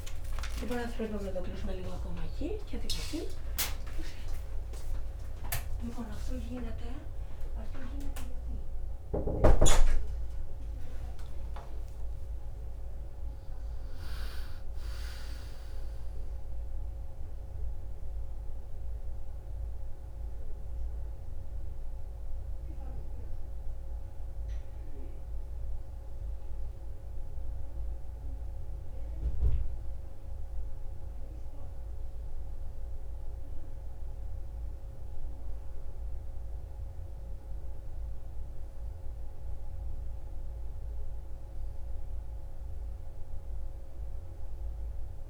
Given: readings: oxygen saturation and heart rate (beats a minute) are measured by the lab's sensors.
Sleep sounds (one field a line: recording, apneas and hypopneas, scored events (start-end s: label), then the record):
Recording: a person awake in a sleep study, by a room microphone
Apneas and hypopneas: none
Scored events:
none scored
From the record:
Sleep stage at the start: awake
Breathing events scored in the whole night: 736 in 7.4 hours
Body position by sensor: on the right side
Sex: female